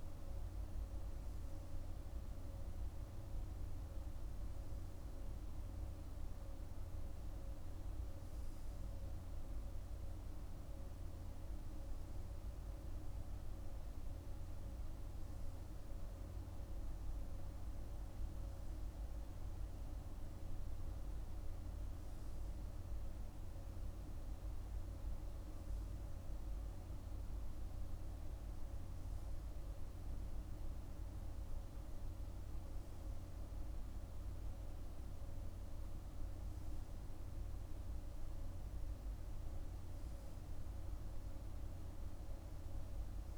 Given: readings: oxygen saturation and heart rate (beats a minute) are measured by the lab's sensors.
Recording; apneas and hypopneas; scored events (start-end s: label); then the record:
breathing in sleep, hard to hear, by a room microphone; none
none scored
From the record:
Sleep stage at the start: N3 (deep sleep); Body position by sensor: on the right side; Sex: male